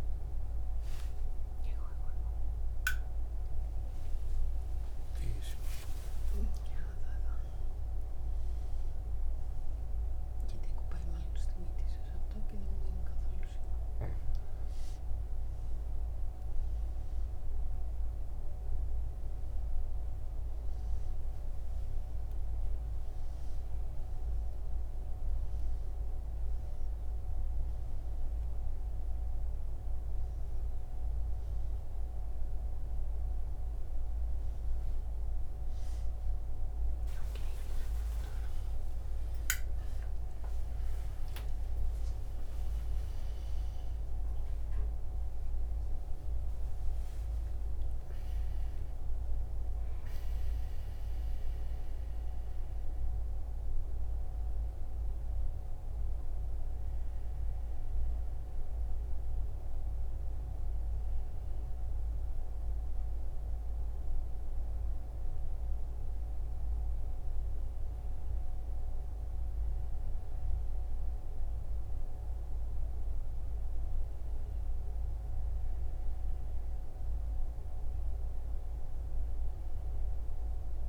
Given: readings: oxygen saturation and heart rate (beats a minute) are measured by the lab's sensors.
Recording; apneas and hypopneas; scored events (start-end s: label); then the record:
a person awake in a sleep study, hard to hear, by a room microphone; none
50.00-80.89 s: new sleep stage, N1 (lightest sleep)
From the record:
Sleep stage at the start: awake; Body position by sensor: on the right side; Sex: male